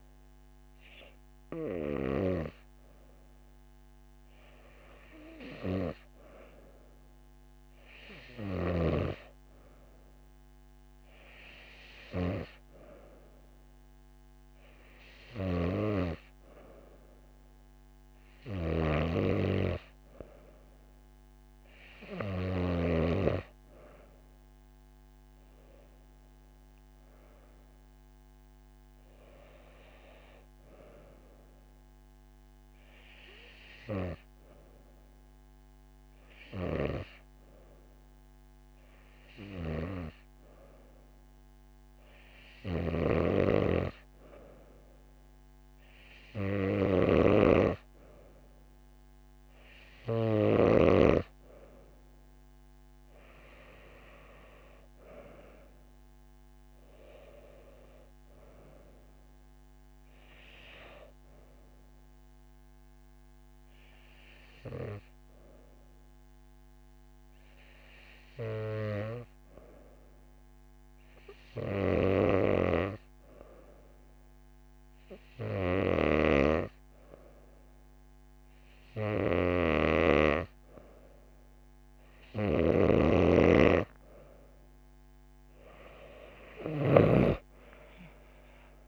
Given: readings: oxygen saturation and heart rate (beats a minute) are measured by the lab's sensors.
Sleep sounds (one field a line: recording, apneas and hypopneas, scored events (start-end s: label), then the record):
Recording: breathing in sleep by a microphone on the trachea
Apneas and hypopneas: 1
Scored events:
63.50-81.50 s: hypopnea (oxygen 95% before, 93% lowest)
83.00-86.50 s: arousal
From the record:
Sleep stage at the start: N2 (light sleep)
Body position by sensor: on the back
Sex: female